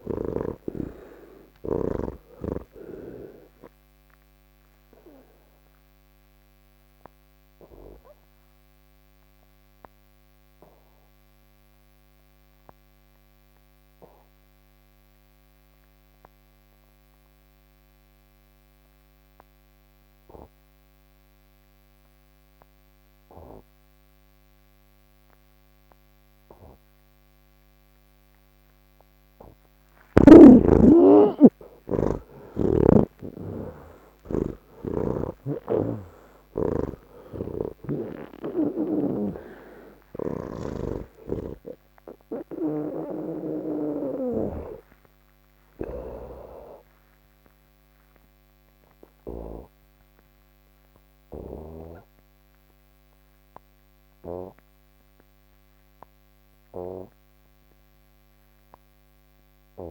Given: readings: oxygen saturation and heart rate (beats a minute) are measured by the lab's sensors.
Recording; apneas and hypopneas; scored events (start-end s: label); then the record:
breathing in sleep by a microphone on the trachea; none
0.00-1.50 s: snoring (device-marked)
1.50-23.50 s: oxygen desaturation (device-marked, oxygen 90% before, 78% lowest, heart rate 74 before, 69 extreme)
25.50-44.50 s: oxygen desaturation (device-marked, oxygen 98% before, 86% lowest, heart rate 72 before, 61 extreme)
39.50-44.00 s: snoring (device-marked)
50.50-59.91 s: oxygen desaturation (device-marked, oxygen 90% before, 80% lowest, heart rate 93 before, 65 extreme)
From the record:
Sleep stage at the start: N3 (deep sleep); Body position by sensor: on the back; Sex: male